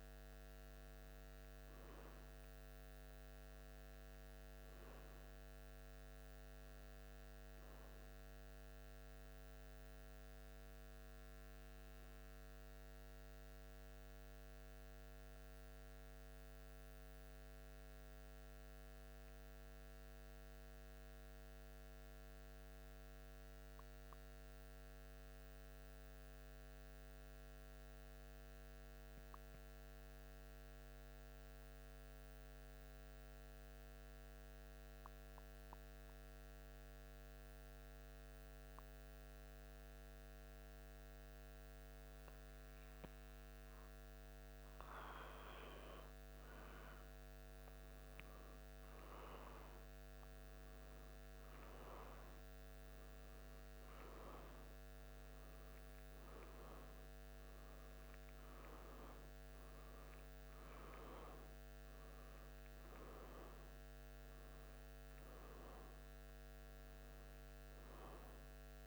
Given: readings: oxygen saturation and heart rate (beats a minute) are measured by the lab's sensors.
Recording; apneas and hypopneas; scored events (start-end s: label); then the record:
breathing in sleep, hard to hear, by a microphone on the trachea; 1
6.50-10.00 s: arousal
13.00-44.00 s: mixed apnea (oxygen 95% before, 91% lowest, heart rate 76 before, 75 extreme, up 0 after)
36.00-68.86 s: new sleep stage, N2 (light sleep)
38.00-52.00 s: oxygen desaturation (device-marked, oxygen 97% before, 91% lowest, heart rate 76 before, 75 extreme)
49.00-53.50 s: arousal
From the record:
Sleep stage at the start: N1 (lightest sleep); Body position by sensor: on the back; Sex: male